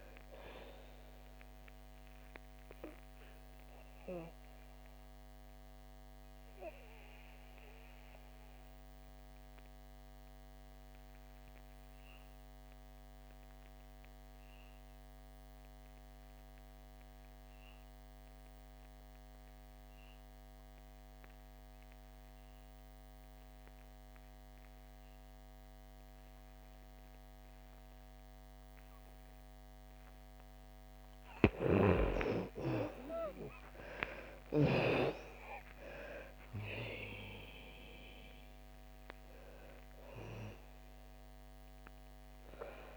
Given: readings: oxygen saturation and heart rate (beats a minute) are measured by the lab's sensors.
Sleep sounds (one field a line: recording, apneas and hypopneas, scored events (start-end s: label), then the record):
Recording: breathing in sleep by a microphone on the trachea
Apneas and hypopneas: 1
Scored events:
0.00-19.50 s: oxygen desaturation (device-marked, oxygen 78% lowest, heart rate 59 extreme)
1.50-30.00 s: obstructive apnea (oxygen 98% before, 75% lowest, heart rate 69 before, 57 extreme, up 16 after)
25.50-42.97 s: oxygen desaturation (device-marked, oxygen 98% before, 75% lowest, heart rate 65 before, 57 extreme)
31.50-35.50 s: arousal
From the record:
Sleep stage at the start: N2 (light sleep)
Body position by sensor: on the back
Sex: female